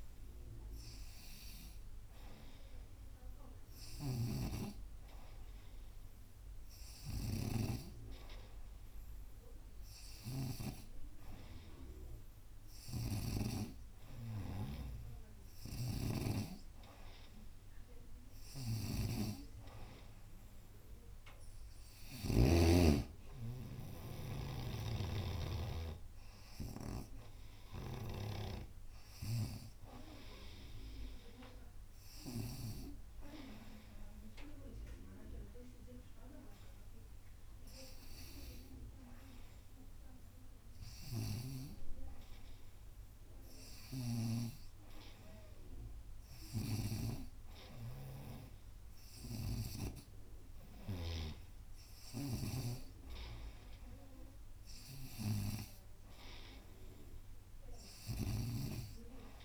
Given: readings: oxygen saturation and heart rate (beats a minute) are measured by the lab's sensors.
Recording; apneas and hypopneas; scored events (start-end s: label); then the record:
breathing in sleep by a room microphone; none
0.00-10.50 s: snoring (device-marked)
12.50-22.50 s: snoring (device-marked)
24.50-28.00 s: snoring (device-marked)
32.50-37.50 s: oxygen desaturation (device-marked, oxygen 92% before, 89% lowest, heart rate 89 before, 88 extreme)
41.00-44.50 s: snoring (device-marked)
46.50-51.00 s: snoring (device-marked)
58.00-59.45 s: snoring (device-marked)
From the record:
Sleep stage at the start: N2 (light sleep); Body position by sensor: on the right side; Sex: female